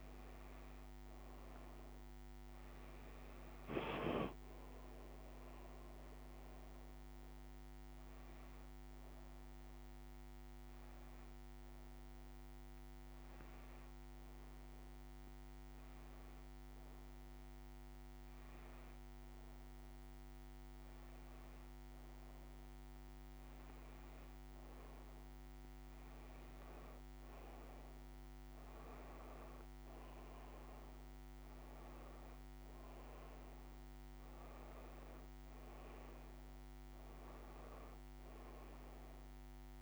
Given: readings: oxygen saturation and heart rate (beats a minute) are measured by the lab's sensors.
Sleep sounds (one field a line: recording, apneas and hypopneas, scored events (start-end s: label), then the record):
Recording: breathing in sleep, hard to hear, by a microphone on the trachea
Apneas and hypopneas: none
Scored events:
none scored
From the record:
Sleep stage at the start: N2 (light sleep)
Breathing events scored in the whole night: 125 in 4.8 hours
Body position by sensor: on the back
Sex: female